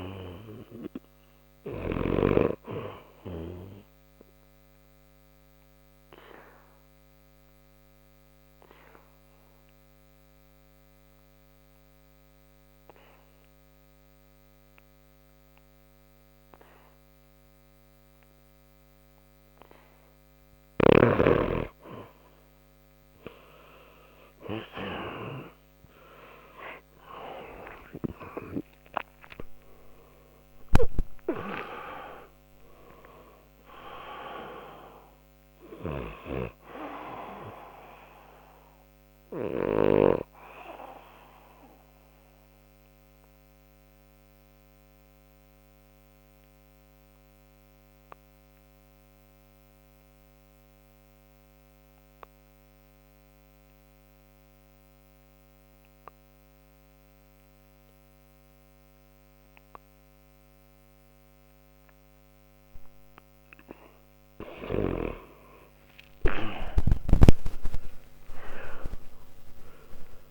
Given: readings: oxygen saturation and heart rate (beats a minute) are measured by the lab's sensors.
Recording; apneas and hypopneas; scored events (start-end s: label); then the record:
breathing in sleep by a microphone on the trachea; 2
0.00-2.00 s: arousal
0.00-2.00 s: oxygen desaturation (device-marked, oxygen 95% before, 90% lowest, heart rate 63 before, 59 extreme)
0.00-2.00 s: snoring (device-marked)
4.00-20.00 s: obstructive apnea (oxygen 98% before, 91% lowest, heart rate 60 before, 60 extreme, up 7 after)
21.00-37.00 s: oxygen desaturation (device-marked, oxygen 98% before, 93% lowest, heart rate 60 before, 59 extreme)
24.50-29.50 s: arousal
39.50-64.00 s: mixed apnea (oxygen 98% before, 91% lowest, heart rate 72 before, 59 extreme, up 40 after)
52.00-64.00 s: oxygen desaturation (device-marked, oxygen 94% before, 91% lowest, heart rate 70 before, 60 extreme)
66.00-70.31 s: arousal
From the record:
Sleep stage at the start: N2 (light sleep); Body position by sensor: on the back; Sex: male